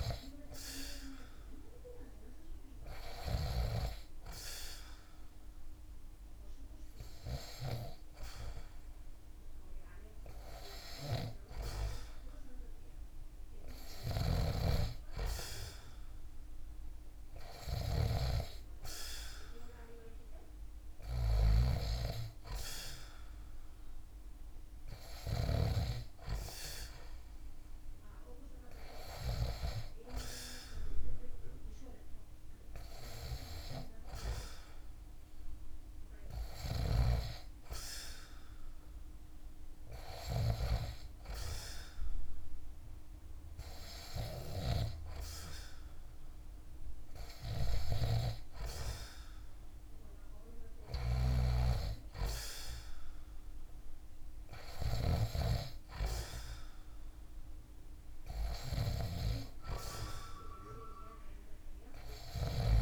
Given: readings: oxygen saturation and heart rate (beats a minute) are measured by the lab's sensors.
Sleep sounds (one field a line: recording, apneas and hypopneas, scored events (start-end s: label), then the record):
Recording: breathing in sleep by a room microphone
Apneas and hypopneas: none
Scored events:
13.00-17.50 s: snoring (device-marked)
61.50-62.82 s: snoring (device-marked)
From the record:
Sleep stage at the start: N2 (light sleep)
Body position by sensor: on the back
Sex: male